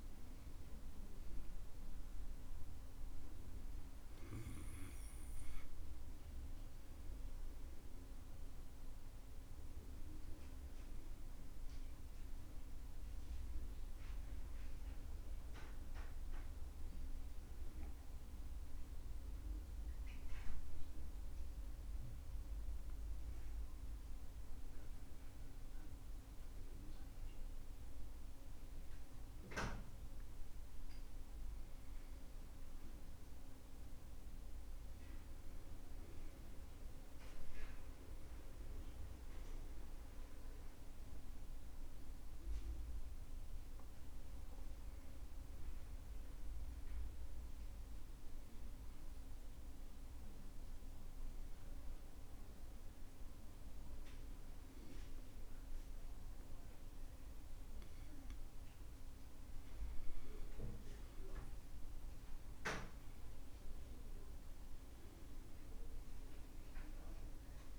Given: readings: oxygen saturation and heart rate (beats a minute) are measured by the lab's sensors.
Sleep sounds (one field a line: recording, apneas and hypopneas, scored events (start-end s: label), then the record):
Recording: breathing in sleep, hard to hear, by a room microphone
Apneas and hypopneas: 2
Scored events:
0.00-18.00 s: oxygen desaturation (device-marked, oxygen 95% before, 92% lowest, heart rate 68 before, 68 extreme)
22.50-32.50 s: obstructive apnea (oxygen 95% before, 90% lowest, heart rate 71 before, 67 extreme, up 5 after)
35.00-38.50 s: arousal
48.00-60.00 s: obstructive apnea (oxygen 94% before, 90% lowest, heart rate 71 before, 68 extreme, up 7 after)
62.00-65.00 s: arousal
From the record:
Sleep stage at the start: N2 (light sleep)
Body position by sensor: on the back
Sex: male